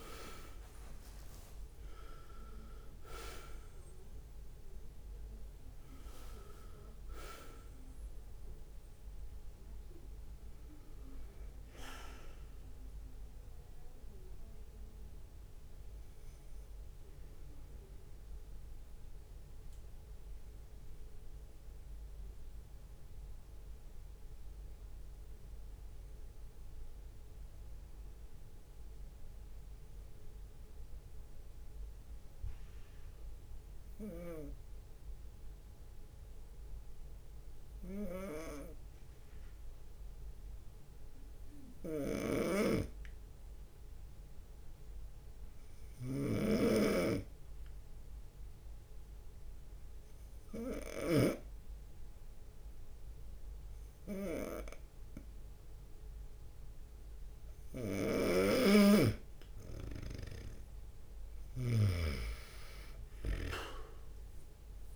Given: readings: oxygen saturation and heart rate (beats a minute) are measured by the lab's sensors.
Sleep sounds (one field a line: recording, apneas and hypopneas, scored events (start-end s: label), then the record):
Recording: breathing in sleep by a room microphone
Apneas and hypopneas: 1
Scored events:
0.00-4.00 s: leg movement (device-marked)
0.00-5.00 s: arousal
0.00-5.50 s: oxygen desaturation (device-marked, oxygen 91% lowest)
0.00-55.50 s: bradycardia (device-marked)
5.00-10.00 s: leg movement (device-marked)
9.00-11.00 s: long interval between heartbeats (device-marked)
17.50-58.00 s: hypopnea (oxygen 96% before, 91% lowest)
26.50-28.50 s: leg movement (device-marked)
33.00-35.00 s: long interval between heartbeats (device-marked)
42.00-51.50 s: snoring (device-marked)
44.00-46.00 s: leg movement (device-marked)
45.50-64.96 s: oxygen desaturation (device-marked, oxygen 98% before, 92% lowest)
56.00-58.50 s: leg movement (device-marked)
57.50-64.96 s: bradycardia (device-marked)
58.00-64.96 s: snoring (device-marked)
From the record:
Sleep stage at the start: N2 (light sleep)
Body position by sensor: on the right side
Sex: male